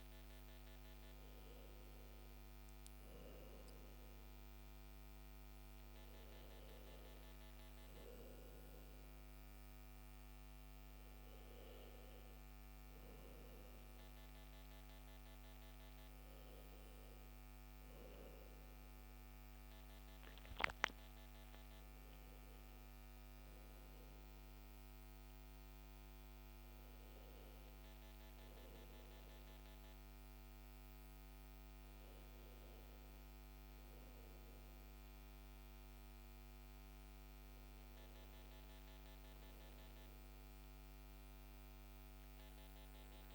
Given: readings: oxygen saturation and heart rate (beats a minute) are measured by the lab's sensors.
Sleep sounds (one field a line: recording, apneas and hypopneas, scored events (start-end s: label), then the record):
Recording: breathing in sleep, hard to hear, by a microphone on the trachea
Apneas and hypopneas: none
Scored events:
none scored
From the record:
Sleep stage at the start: N2 (light sleep)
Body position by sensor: on the back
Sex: male